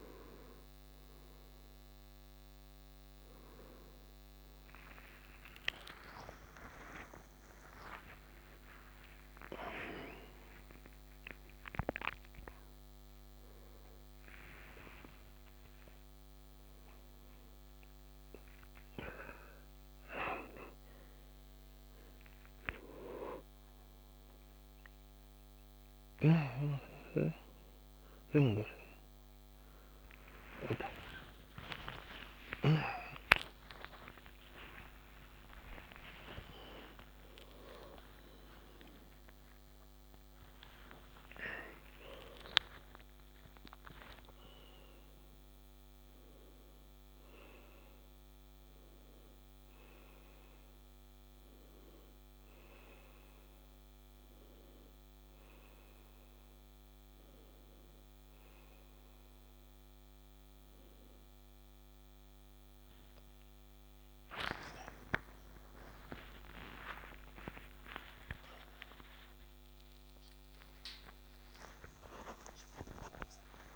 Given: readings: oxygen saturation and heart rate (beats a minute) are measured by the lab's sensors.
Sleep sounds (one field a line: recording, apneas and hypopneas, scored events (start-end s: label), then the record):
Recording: a person awake in a sleep study, by a microphone on the trachea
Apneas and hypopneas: none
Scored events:
none scored
From the record:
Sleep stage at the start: awake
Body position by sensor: on the back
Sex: male